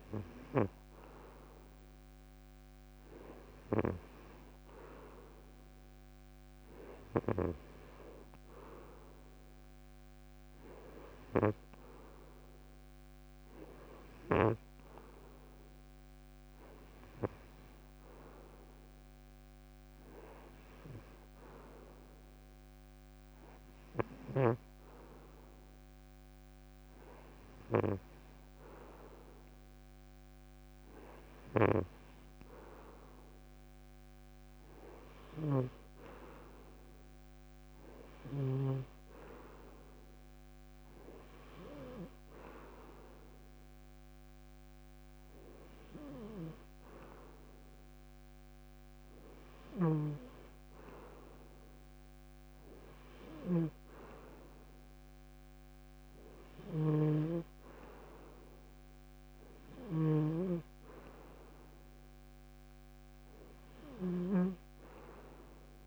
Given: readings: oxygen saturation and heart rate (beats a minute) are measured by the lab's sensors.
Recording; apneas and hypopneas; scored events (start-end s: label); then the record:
breathing in sleep by a microphone on the trachea; none
35.00-38.50 s: snoring (device-marked)
49.00-65.87 s: snoring (device-marked)
From the record:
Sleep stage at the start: N2 (light sleep); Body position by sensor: on the front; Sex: male